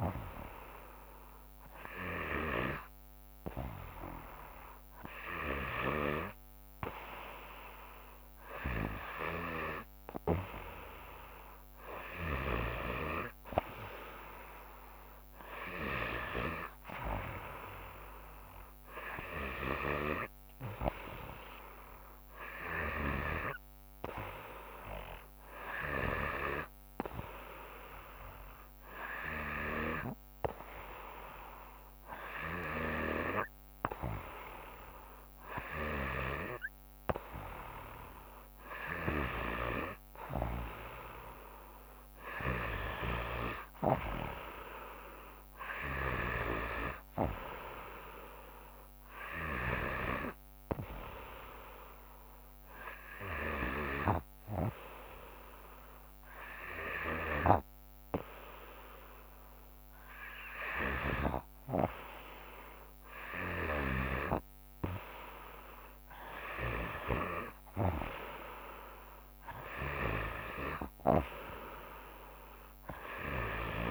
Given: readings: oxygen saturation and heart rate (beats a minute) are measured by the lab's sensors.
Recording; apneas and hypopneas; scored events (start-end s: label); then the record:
breathing in sleep by a microphone on the trachea; none
0.00-6.00 s: snoring (device-marked)
12.50-23.50 s: snoring (device-marked)
29.50-61.50 s: snoring (device-marked)
37.00-73.91 s: new sleep stage, N2 (light sleep)
63.50-73.91 s: snoring (device-marked)
From the record:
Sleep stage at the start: N3 (deep sleep); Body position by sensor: on the back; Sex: female